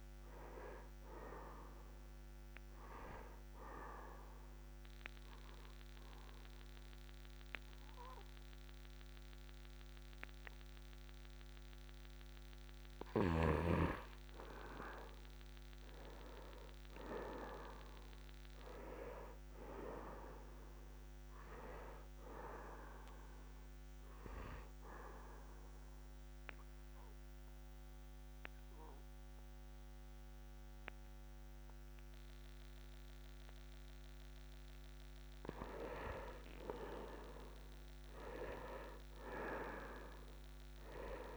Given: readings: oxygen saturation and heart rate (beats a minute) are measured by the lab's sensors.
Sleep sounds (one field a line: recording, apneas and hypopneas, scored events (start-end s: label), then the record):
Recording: breathing in sleep by a microphone on the trachea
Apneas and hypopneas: 2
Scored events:
0.00-13.50 s: oxygen desaturation (device-marked, oxygen 89% lowest, heart rate 68 extreme)
3.50-13.50 s: obstructive apnea (oxygen 96% before, 89% lowest, heart rate 68 before, 68 extreme, up 0 after)
16.50-21.00 s: arousal
23.50-33.50 s: oxygen desaturation (device-marked, oxygen 98% before, 94% lowest, heart rate 70 before, 66 extreme)
26.00-36.00 s: obstructive apnea (oxygen 98% before, 90% lowest, heart rate 70 before, 66 extreme, up 0 after)
38.00-41.00 s: arousal
From the record:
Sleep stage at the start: N1 (lightest sleep)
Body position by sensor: on the right side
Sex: male